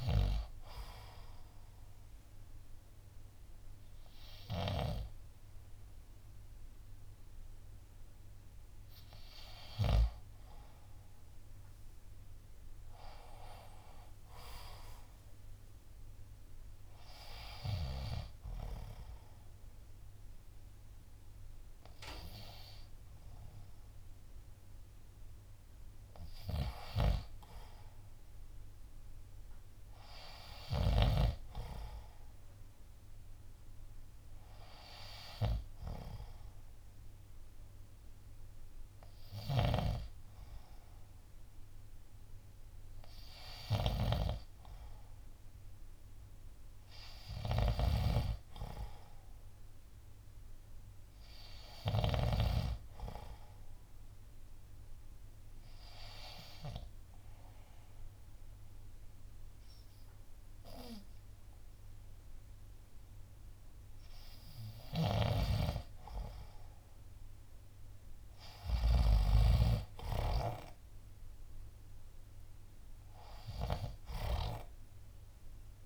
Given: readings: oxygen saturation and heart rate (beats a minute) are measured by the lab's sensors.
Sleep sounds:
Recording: breathing in sleep by a room microphone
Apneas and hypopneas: 2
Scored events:
0.00-3.00 s: oxygen desaturation (device-marked, oxygen 87% lowest, heart rate 62 extreme)
14.00-22.00 s: oxygen desaturation (device-marked, oxygen 93% before, 90% lowest, heart rate 66 before, 64 extreme)
16.00-27.50 s: hypopnea (oxygen 93% before, 87% lowest, heart rate 67 before, 64 extreme, up 6 after)
30.00-33.50 s: arousal
30.00-40.00 s: oxygen desaturation (device-marked, oxygen 94% before, 90% lowest, heart rate 68 before, 64 extreme)
39.50-52.50 s: snoring (device-marked)
42.00-51.00 s: oxygen desaturation (device-marked, oxygen 94% before, 90% lowest, heart rate 66 before, 65 extreme)
54.50-65.50 s: obstructive apnea (oxygen 94% before, 87% lowest, heart rate 66 before, 65 extreme, up 4 after)
58.00-71.00 s: oxygen desaturation (device-marked, oxygen 92% before, 89% lowest, heart rate 67 before, 65 extreme)
65.00-69.50 s: snoring (device-marked)
71.00-75.85 s: drop in pulse transit time (device-marked, heart rate 67 before, 68 extreme)
71.50-75.85 s: arousal
From the record:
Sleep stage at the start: N2 (light sleep)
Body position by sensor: on the left side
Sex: male

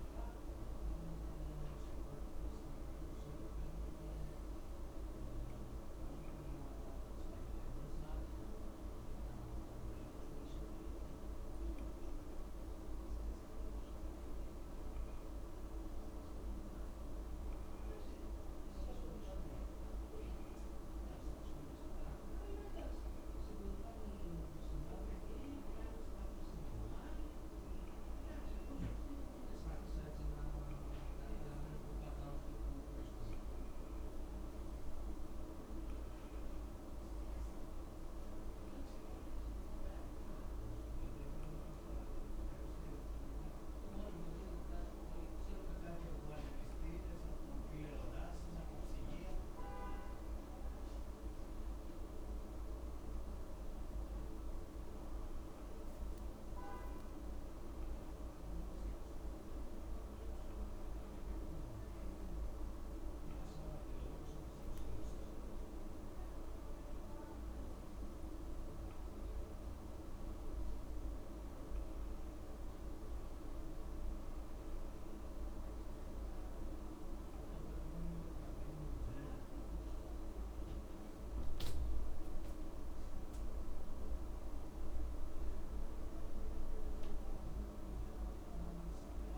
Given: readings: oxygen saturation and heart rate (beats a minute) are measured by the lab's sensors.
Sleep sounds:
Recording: breathing in sleep, hard to hear, by a room microphone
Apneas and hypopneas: none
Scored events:
6.00-8.00 s: long interval between heartbeats (device-marked)
15.00-17.00 s: long interval between heartbeats (device-marked)
35.50-37.50 s: long interval between heartbeats (device-marked)
45.50-47.50 s: long interval between heartbeats (device-marked)
From the record:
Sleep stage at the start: N1 (lightest sleep)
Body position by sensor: on the back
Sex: male

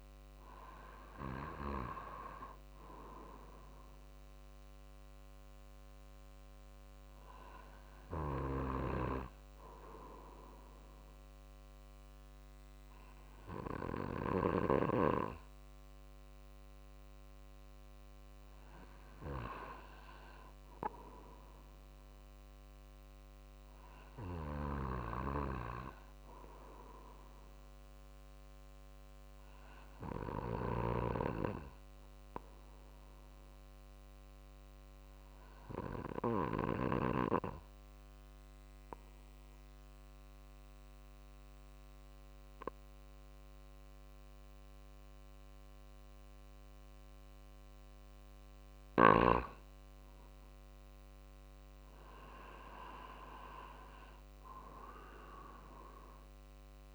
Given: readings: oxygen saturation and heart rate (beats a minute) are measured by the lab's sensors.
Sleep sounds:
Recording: breathing in sleep by a microphone on the trachea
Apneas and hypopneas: 1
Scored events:
0.00-7.00 s: drop in pulse transit time (device-marked, heart rate 50 extreme)
30.00-49.50 s: obstructive apnea (oxygen 95% before, 93% lowest, heart rate 51 before, 50 extreme, up 3 after)
52.50-56.50 s: arousal
54.00-56.95 s: drop in pulse transit time (device-marked, heart rate 50 before, 50 extreme)
From the record:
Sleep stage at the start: N2 (light sleep)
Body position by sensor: on the right side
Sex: male

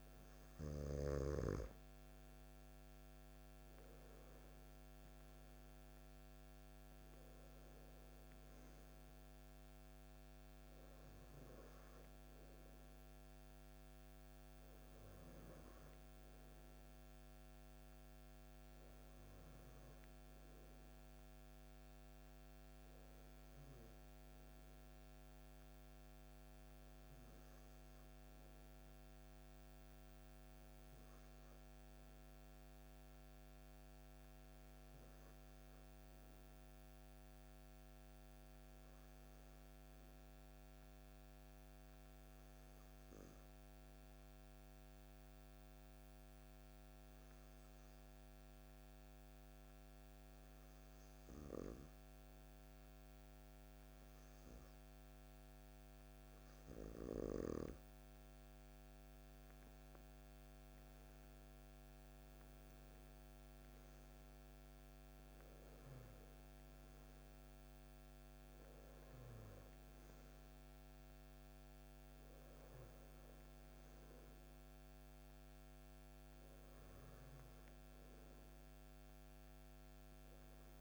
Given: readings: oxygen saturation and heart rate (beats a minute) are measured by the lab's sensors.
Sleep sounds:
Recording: breathing in sleep, hard to hear, by a microphone on the trachea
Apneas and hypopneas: 1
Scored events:
0.00-1.00 s: arousal
37.50-57.50 s: obstructive apnea (oxygen 98% before, 94% lowest, heart rate 55 before, 53 extreme, up 8 after)
55.50-76.50 s: oxygen desaturation (device-marked, oxygen 97% before, 94% lowest, heart rate 55 before, 55 extreme)
60.00-63.50 s: arousal
From the record:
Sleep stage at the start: N2 (light sleep)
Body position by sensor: on the back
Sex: male

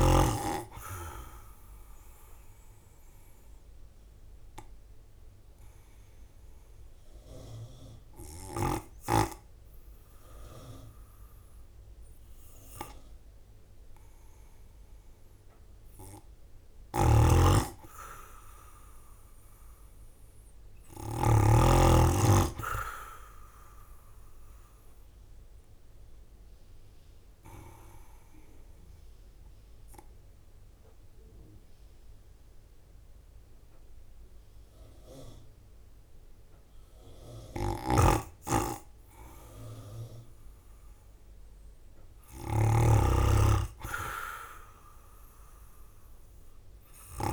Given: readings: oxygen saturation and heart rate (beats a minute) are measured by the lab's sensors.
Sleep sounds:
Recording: breathing in sleep by a room microphone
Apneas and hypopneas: 2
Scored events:
0.00-7.50 s: drop in pulse transit time (device-marked, heart rate 54 extreme)
2.50-14.50 s: hypopnea (oxygen 98% before, 93% lowest, heart rate 57 before, 52 extreme, up 6 after)
16.50-21.00 s: snoring (device-marked)
17.00-21.00 s: arousal
21.50-37.50 s: oxygen desaturation (device-marked, oxygen 97% before, 93% lowest, heart rate 56 before, 52 extreme)
22.50-31.50 s: drop in pulse transit time (device-marked, heart rate 56 before, 53 extreme)
28.00-38.50 s: obstructive apnea (oxygen 98% before, 93% lowest, heart rate 56 before, 52 extreme, up 6 after)
41.00-45.00 s: arousal
42.00-47.33 s: snoring (device-marked)
44.50-47.33 s: drop in pulse transit time (device-marked, heart rate 55 before, 55 extreme)
44.50-47.33 s: oxygen desaturation (device-marked, oxygen 98% before, 94% lowest, heart rate 55 before, 53 extreme)
From the record:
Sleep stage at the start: N2 (light sleep)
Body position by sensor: on the right side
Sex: male

